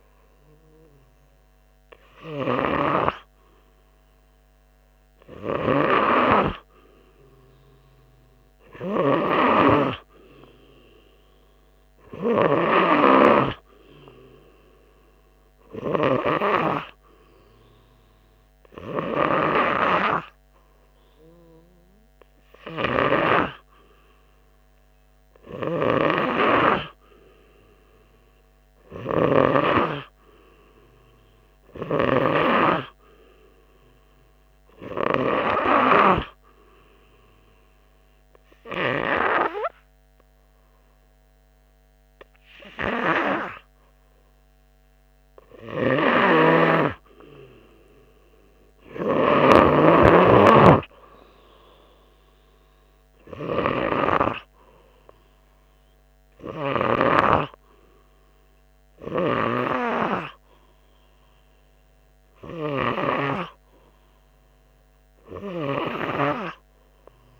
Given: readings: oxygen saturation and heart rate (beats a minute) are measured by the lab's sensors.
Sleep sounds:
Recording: breathing in sleep by a microphone on the trachea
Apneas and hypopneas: 1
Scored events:
36.50-47.00 s: obstructive apnea (oxygen 97% before, 95% lowest, heart rate 91 before, 87 extreme, up 1 after)
46.50-50.50 s: snoring (device-marked)
49.50-53.00 s: arousal
From the record:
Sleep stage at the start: N3 (deep sleep)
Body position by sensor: on the right side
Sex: male

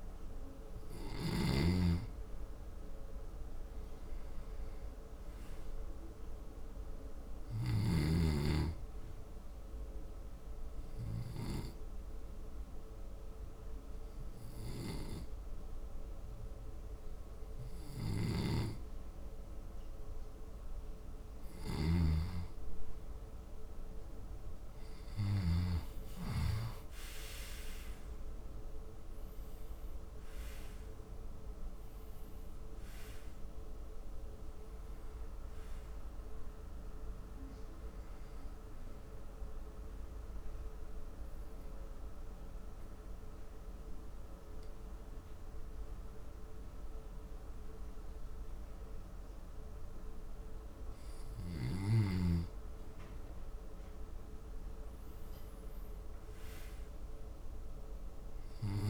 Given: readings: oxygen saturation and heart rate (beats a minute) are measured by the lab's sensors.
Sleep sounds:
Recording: breathing in sleep by a room microphone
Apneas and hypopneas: 2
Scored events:
0.00-12.00 s: oxygen desaturation (device-marked, oxygen 90% lowest, heart rate 71 extreme)
10.00-22.00 s: obstructive apnea (oxygen 94% before, 90% lowest, heart rate 72 before, 73 extreme, up 3 after)
24.50-28.00 s: arousal
40.00-50.00 s: obstructive apnea (oxygen 94% before, 89% lowest, heart rate 76 before, 72 extreme)
53.50-57.50 s: arousal
From the record:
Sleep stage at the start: N2 (light sleep)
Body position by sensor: on the back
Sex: male

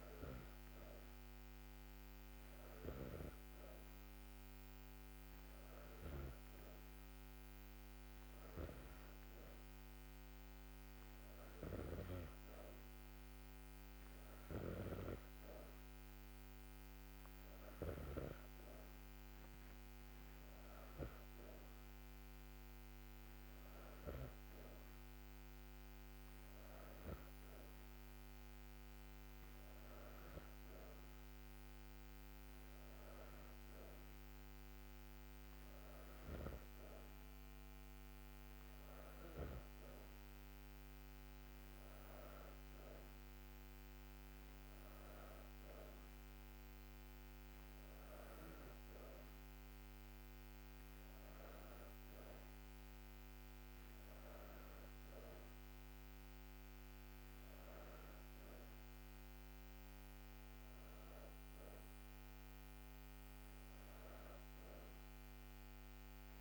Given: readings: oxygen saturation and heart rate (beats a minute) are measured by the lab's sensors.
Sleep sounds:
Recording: breathing in sleep by a microphone on the trachea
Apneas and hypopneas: none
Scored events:
none scored
From the record:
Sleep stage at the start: N2 (light sleep)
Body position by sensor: on the back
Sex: female

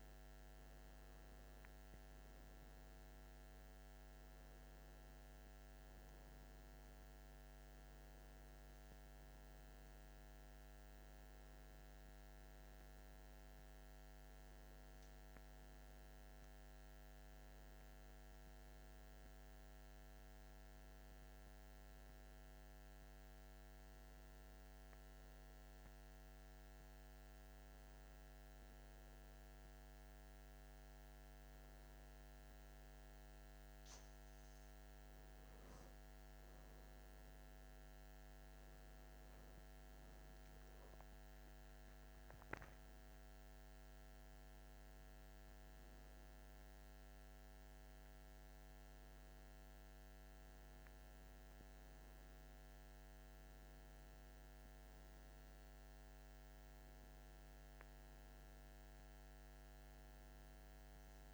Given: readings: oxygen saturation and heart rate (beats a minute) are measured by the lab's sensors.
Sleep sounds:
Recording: breathing in sleep, hard to hear, by a microphone on the trachea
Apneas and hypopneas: 1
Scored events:
21.50-34.50 s: obstructive apnea (oxygen 96% before, 94% lowest)
36.50-41.50 s: arousal
From the record:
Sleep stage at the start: N1 (lightest sleep)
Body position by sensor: on the back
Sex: male

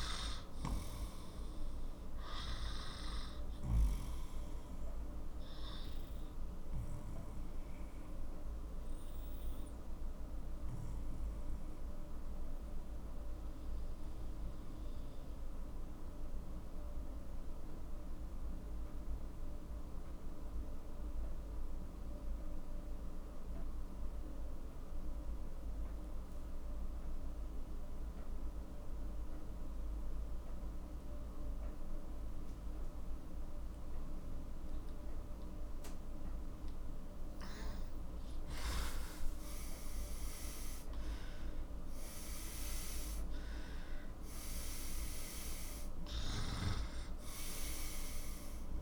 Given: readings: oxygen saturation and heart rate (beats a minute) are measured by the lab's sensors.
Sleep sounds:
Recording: breathing in sleep, hard to hear, by a room microphone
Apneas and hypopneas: 1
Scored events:
0.00-15.00 s: oxygen desaturation (device-marked, oxygen 91% lowest, heart rate 40 extreme)
5.50-38.50 s: obstructive apnea (oxygen 98% before, 91% lowest, heart rate 55 before, 39 extreme, up 11 after)
31.00-48.82 s: oxygen desaturation (device-marked, oxygen 98% before, 91% lowest, heart rate 45 before, 39 extreme)
40.50-45.00 s: arousal
From the record:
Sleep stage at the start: N2 (light sleep)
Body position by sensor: on the left side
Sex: male

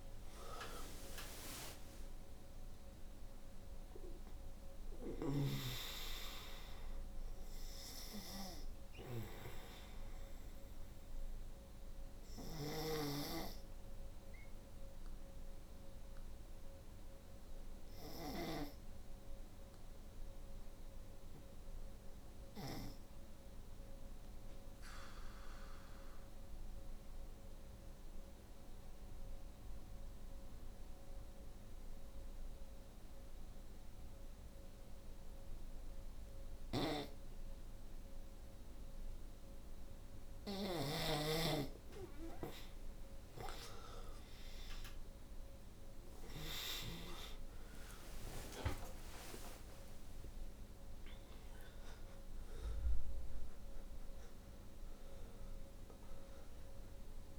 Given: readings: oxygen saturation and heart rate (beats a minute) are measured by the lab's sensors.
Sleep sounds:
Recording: breathing in sleep by a room microphone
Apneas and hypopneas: 1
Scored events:
0.00-30.50 s: oxygen desaturation (device-marked, oxygen 81% lowest, heart rate 49 extreme)
4.00-17.50 s: snoring (device-marked)
12.00-39.50 s: obstructive apnea (oxygen 97% before, 81% lowest, heart rate 60 before, 55 extreme, up 9 after)
35.50-45.50 s: snoring (device-marked)
44.00-50.50 s: arousal
45.50-57.39 s: oxygen desaturation (device-marked, oxygen 97% before, 83% lowest, heart rate 58 before, 50 extreme)
From the record:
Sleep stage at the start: N2 (light sleep)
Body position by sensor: on the back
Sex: female

